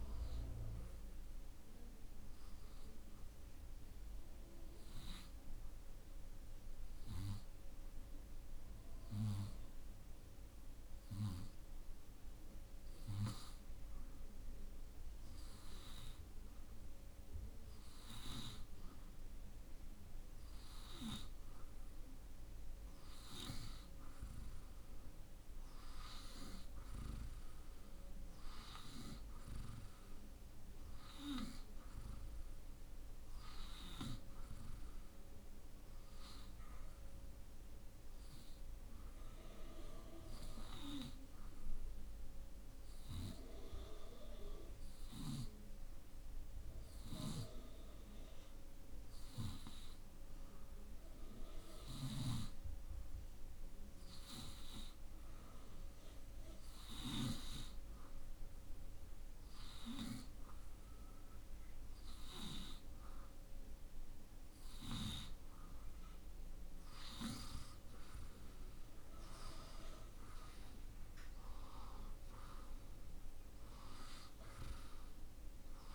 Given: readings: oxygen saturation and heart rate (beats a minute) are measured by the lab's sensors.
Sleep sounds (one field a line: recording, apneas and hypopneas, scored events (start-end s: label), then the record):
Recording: breathing in sleep by a room microphone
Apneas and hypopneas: 2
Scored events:
0.00-17.50 s: oxygen desaturation (device-marked, oxygen 87% lowest)
1.50-14.50 s: hypopnea (oxygen 92% before, 87% lowest)
17.50-22.00 s: arousal
31.50-55.50 s: oxygen desaturation (device-marked, oxygen 93% before, 88% lowest)
38.50-56.00 s: hypopnea (oxygen 93% before, 87% lowest)
62.50-68.00 s: arousal
70.50-75.95 s: oxygen desaturation (device-marked, oxygen 92% before, 87% lowest)
From the record:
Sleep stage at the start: N2 (light sleep)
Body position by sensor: on the right side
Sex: male